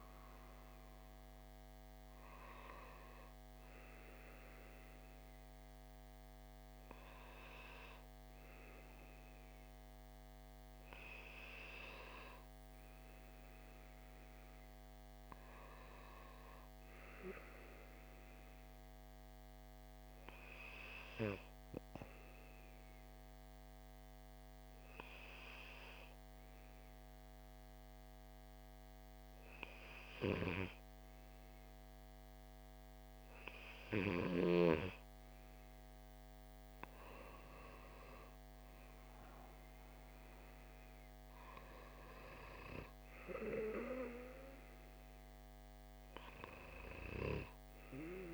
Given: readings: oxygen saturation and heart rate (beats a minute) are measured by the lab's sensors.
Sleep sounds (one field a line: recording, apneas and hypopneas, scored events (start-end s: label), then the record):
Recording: breathing in sleep by a microphone on the trachea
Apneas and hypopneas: 1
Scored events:
0.00-8.50 s: oxygen desaturation (device-marked, oxygen 92% lowest)
14.00-17.50 s: arousal
23.00-37.50 s: hypopnea (oxygen 98% before, 94% lowest)
43.50-47.00 s: arousal
From the record:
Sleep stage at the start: N2 (light sleep)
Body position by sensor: on the left side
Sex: male